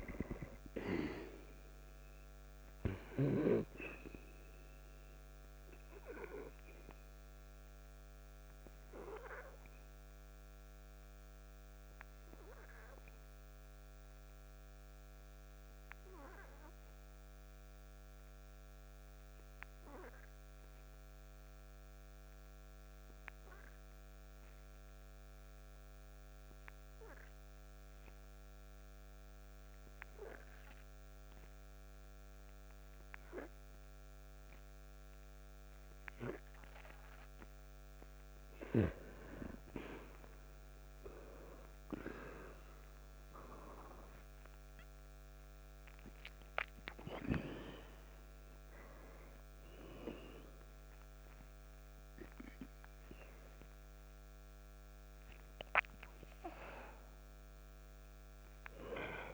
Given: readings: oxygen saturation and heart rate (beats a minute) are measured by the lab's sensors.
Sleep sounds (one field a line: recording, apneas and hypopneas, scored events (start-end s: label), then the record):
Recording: breathing in sleep by a microphone on the trachea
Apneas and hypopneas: 1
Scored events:
0.00-17.50 s: oxygen desaturation (device-marked, oxygen 90% lowest, heart rate 53 extreme)
7.00-38.50 s: obstructive apnea (oxygen 98% before, 83% lowest, heart rate 57 before, 53 extreme, up 4 after)
22.50-32.50 s: oxygen desaturation (device-marked, oxygen 92% before, 86% lowest, heart rate 60 before, 53 extreme)
40.50-43.50 s: arousal
41.50-59.34 s: oxygen desaturation (device-marked, oxygen 97% before, 83% lowest, heart rate 56 before, 57 extreme)
From the record:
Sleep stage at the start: N2 (light sleep)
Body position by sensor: on the back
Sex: male